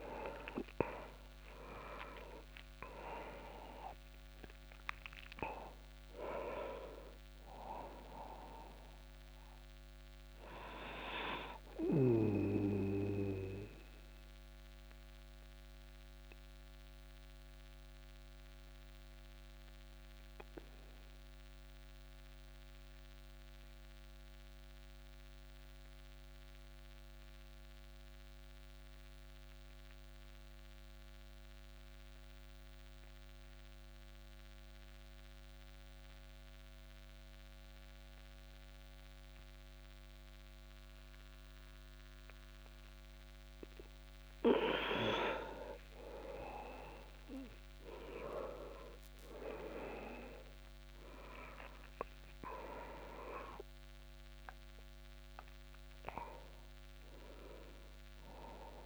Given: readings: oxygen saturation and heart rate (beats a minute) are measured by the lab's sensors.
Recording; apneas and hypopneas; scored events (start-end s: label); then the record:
breathing in sleep by a microphone on the trachea; 1
0.00-1.00 s: arousal
0.00-30.00 s: oxygen desaturation (device-marked, oxygen 99% before, 85% lowest)
12.50-43.00 s: obstructive apnea (oxygen 99% before, 85% lowest)
45.00-50.50 s: arousal
47.00-58.86 s: oxygen desaturation (device-marked, oxygen 99% before, 90% lowest)
From the record:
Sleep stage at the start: N2 (light sleep); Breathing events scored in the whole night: 277 in 4.3 hours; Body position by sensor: on the back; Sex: male